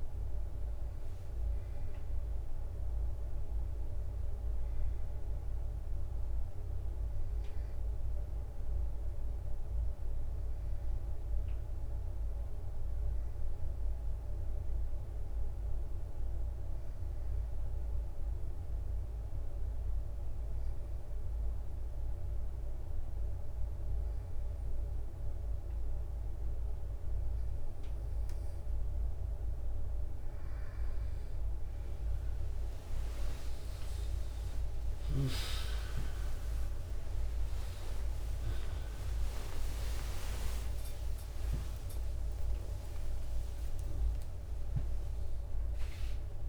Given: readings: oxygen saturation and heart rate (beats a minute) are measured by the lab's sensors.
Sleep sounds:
a person awake in a sleep study, by a room microphone; 1
6.50-29.00 s: obstructive apnea (oxygen 97% before, 92% lowest, heart rate 66 before, 61 extreme, up 13 after)
16.50-46.49 s: new sleep stage, awake
33.50-46.49 s: drop in pulse transit time (device-marked, heart rate 62 before, 65 extreme)
37.50-39.50 s: long interval between heartbeats (device-marked, heart rate 63 before, 80 extreme)
38.50-40.50 s: tachycardia (device-marked, heart rate 64 before, 81 extreme)
41.50-43.50 s: long interval between heartbeats (device-marked, heart rate 68 before, 103 extreme)
From the record:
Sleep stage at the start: N2 (light sleep); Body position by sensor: on the right side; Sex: male

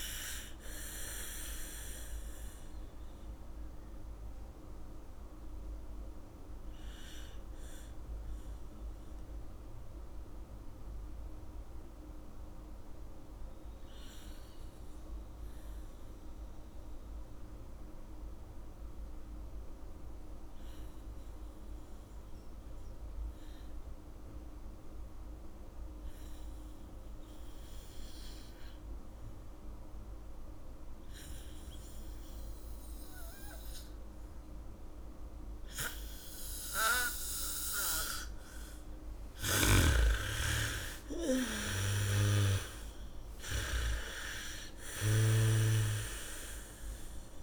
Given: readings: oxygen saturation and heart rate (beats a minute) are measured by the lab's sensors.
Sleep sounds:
breathing in sleep by a room microphone; 1
0.00-15.00 s: oxygen desaturation (device-marked, oxygen 77% lowest, heart rate 27 extreme)
3.50-37.50 s: obstructive apnea (oxygen 99% before, 76% lowest, heart rate 54 before, 57 extreme, up 11 after)
27.00-47.43 s: oxygen desaturation (device-marked, oxygen 99% before, 76% lowest, heart rate 77 before, 57 extreme)
32.00-35.00 s: bradycardia (device-marked, heart rate 70 before, 62 extreme)
36.00-40.00 s: bradycardia (device-marked, heart rate 70 before, 57 extreme)
40.00-45.50 s: arousal
40.00-46.00 s: snoring (device-marked)
From the record:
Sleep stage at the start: N2 (light sleep); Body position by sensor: on the back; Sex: female

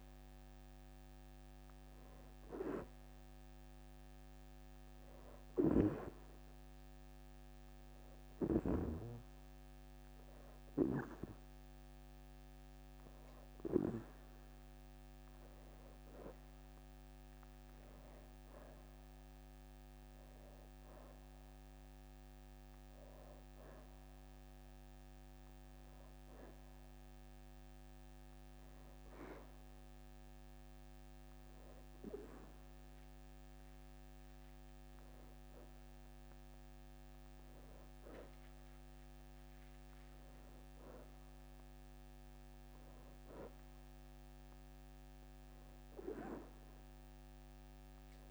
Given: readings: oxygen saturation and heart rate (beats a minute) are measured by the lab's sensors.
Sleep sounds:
breathing in sleep by a microphone on the trachea; 1
3.00-13.50 s: hypopnea (oxygen 92% before, 87% lowest, heart rate 83 before, 76 extreme, up 4 after)
16.00-21.50 s: arousal
21.50-37.50 s: oxygen desaturation (device-marked, oxygen 91% before, 87% lowest, heart rate 81 before, 59 extreme)
29.50-37.50 s: leg movement (device-marked)
From the record:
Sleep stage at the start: N2 (light sleep); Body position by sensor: on the back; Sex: female

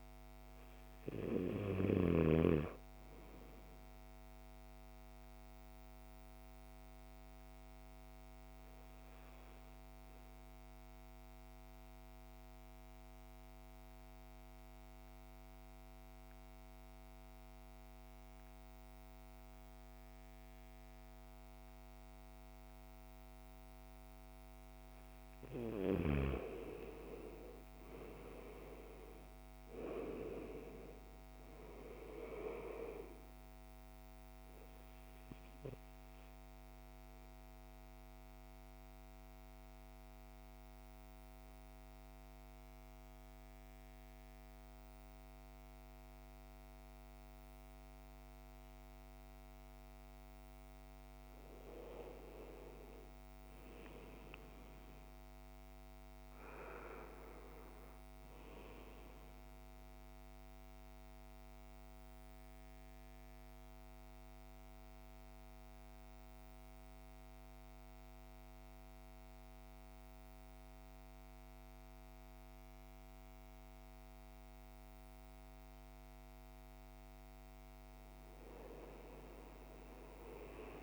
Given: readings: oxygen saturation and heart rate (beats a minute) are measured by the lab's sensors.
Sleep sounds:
breathing in sleep by a microphone on the trachea; 3
0.00-20.50 s: oxygen desaturation (device-marked, oxygen 86% lowest, heart rate 50 extreme)
4.50-24.00 s: central apnea (oxygen 100% before, 86% lowest, heart rate 59 before, 50 extreme, up 10 after)
27.00-30.50 s: arousal
32.50-52.50 s: oxygen desaturation (device-marked, oxygen 98% before, 87% lowest, heart rate 57 before, 50 extreme)
34.00-51.00 s: central apnea (oxygen 98% before, 87% lowest, heart rate 57 before, 50 extreme, up 11 after)
53.50-57.00 s: arousal
61.00-76.00 s: central apnea (oxygen 99% before, 90% lowest, heart rate 55 before, 48 extreme, up 13 after)
78.00-80.83 s: arousal
From the record:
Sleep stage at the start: N2 (light sleep); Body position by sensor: on the right side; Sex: male

